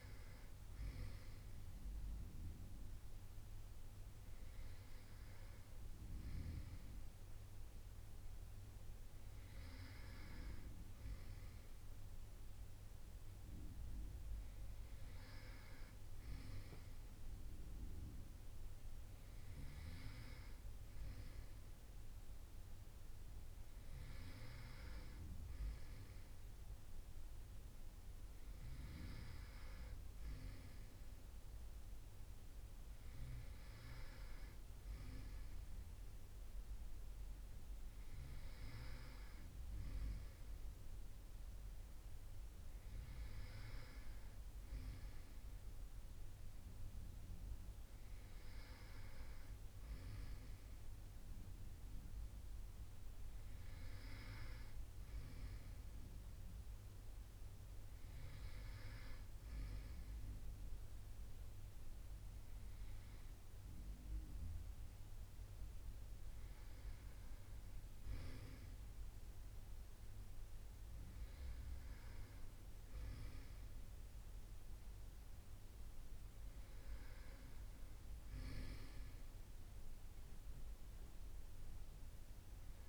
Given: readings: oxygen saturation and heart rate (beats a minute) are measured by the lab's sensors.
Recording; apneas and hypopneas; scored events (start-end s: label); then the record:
breathing in sleep by a room microphone; none
none scored
From the record:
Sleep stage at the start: N2 (light sleep); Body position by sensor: on the right side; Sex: male